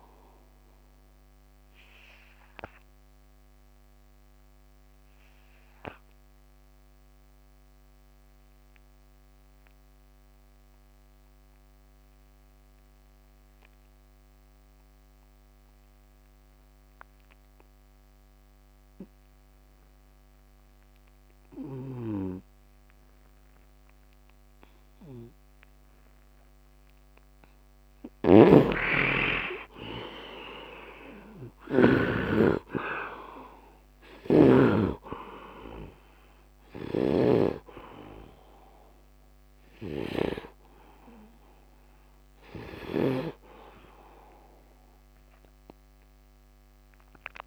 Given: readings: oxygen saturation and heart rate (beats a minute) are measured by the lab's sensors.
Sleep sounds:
breathing in sleep by a microphone on the trachea; 1
0.00-9.00 s: oxygen desaturation (device-marked, oxygen 67% lowest, heart rate 69 extreme)
4.00-27.50 s: obstructive apnea (oxygen 89% before, 67% lowest, heart rate 79 before, 69 extreme, up 33 after)
18.00-47.47 s: oxygen desaturation (device-marked, oxygen 99% before, 69% lowest, heart rate 73 before, 70 extreme)
21.50-32.00 s: snoring (device-marked)
29.00-32.00 s: arousal
36.50-43.00 s: snoring (device-marked)
From the record:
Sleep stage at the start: N2 (light sleep); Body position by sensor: on the right side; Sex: male

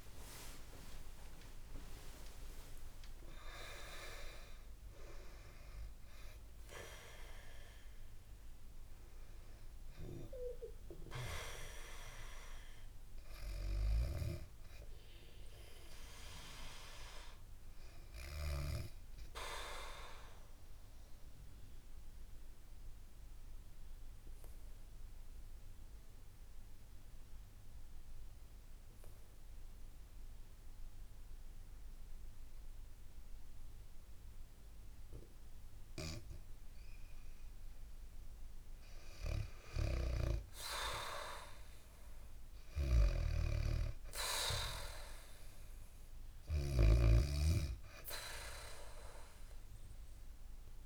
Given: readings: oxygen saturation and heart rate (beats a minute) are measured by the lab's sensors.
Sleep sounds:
breathing in sleep by a room microphone; 1
0.00-1.00 s: arousal
0.00-14.50 s: oxygen desaturation (device-marked, oxygen 88% lowest, heart rate 64 extreme)
19.00-38.00 s: obstructive apnea (oxygen 100% before, 93% lowest, heart rate 93 before, 64 extreme, up 5 after)
37.50-50.86 s: oxygen desaturation (device-marked, oxygen 100% before, 93% lowest, heart rate 68 before, 66 extreme)
40.50-45.00 s: arousal
42.50-50.86 s: snoring (device-marked)
From the record:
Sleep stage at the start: REM sleep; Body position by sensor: on the back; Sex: female

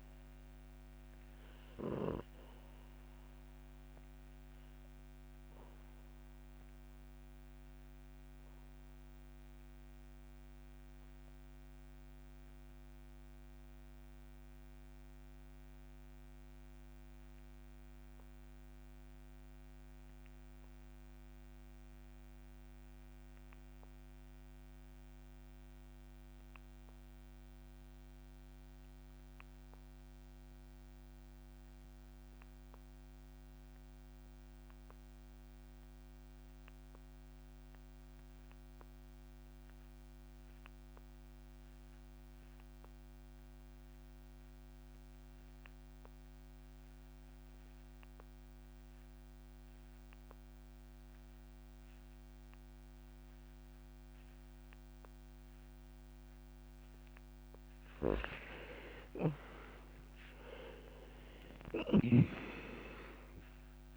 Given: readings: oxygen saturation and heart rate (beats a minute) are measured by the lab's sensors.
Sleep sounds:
breathing in sleep by a microphone on the trachea; 1
0.00-29.50 s: oxygen desaturation (device-marked, oxygen 81% lowest, heart rate 56 extreme)
5.00-55.50 s: obstructive apnea (oxygen 98% before, 78% lowest, heart rate 64 before, 55 extreme, up 7 after)
41.50-63.97 s: oxygen desaturation (device-marked, oxygen 98% before, 78% lowest, heart rate 61 before, 55 extreme)
58.50-62.00 s: arousal
From the record:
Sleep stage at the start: REM sleep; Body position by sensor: on the back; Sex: male

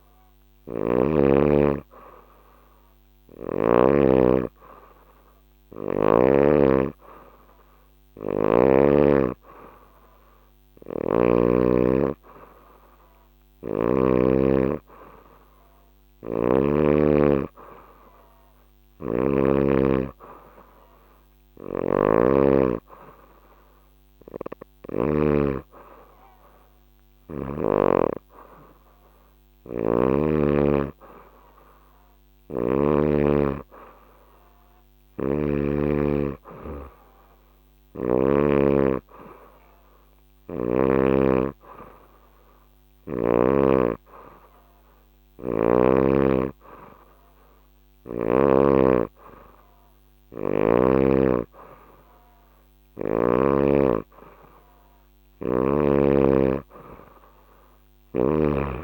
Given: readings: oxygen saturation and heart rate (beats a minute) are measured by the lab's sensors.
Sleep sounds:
breathing in sleep by a microphone on the trachea; none
0.00-3.50 s: snoring (device-marked)
13.00-16.50 s: snoring (device-marked)
21.00-25.00 s: snoring (device-marked)
34.50-38.00 s: snoring (device-marked)
57.50-58.84 s: snoring (device-marked)
From the record:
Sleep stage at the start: N2 (light sleep); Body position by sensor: on the back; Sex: female

